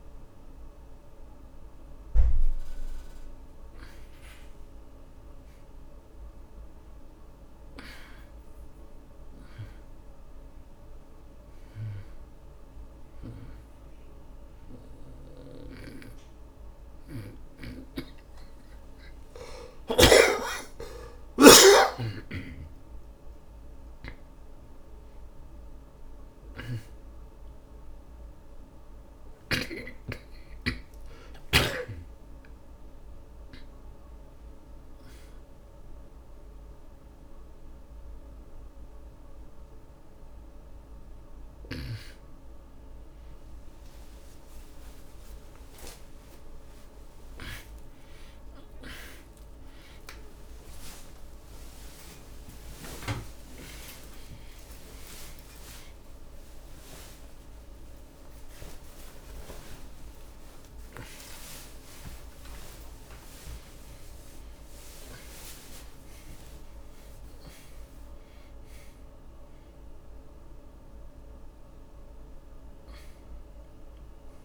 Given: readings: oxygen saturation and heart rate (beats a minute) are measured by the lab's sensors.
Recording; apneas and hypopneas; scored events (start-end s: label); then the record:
a person awake in a sleep study, by a room microphone; none
0.00-2.50 s: oxygen desaturation (device-marked, oxygen 88% lowest)
14.50-74.45 s: new sleep stage, awake
15.50-27.50 s: oxygen desaturation (device-marked, oxygen 95% before, 89% lowest)
16.00-20.50 s: snoring (device-marked)
70.50-74.45 s: oxygen desaturation (device-marked, oxygen 98% before, 91% lowest)
From the record:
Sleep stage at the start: N2 (light sleep); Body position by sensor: on the back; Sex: male